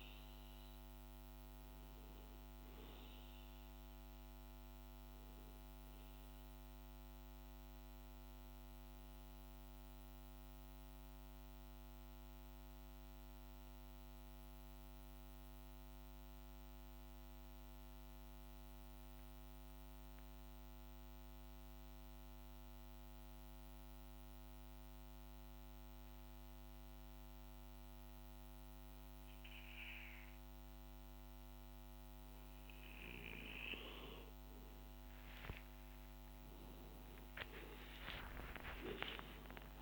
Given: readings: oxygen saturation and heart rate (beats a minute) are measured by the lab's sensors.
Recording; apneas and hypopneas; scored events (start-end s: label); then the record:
breathing in sleep by a microphone on the trachea; 1
0.00-9.00 s: oxygen desaturation (device-marked, oxygen 92% lowest, heart rate 51 extreme)
11.50-30.50 s: central apnea (oxygen 99% before, 91% lowest, heart rate 52 before, 51 extreme, up 56 after)
31.00-39.82 s: oxygen desaturation (device-marked, oxygen 98% before, 91% lowest, heart rate 52 before, 51 extreme)
34.50-39.82 s: arousal
From the record:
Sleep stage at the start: N2 (light sleep); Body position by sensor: on the back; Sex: male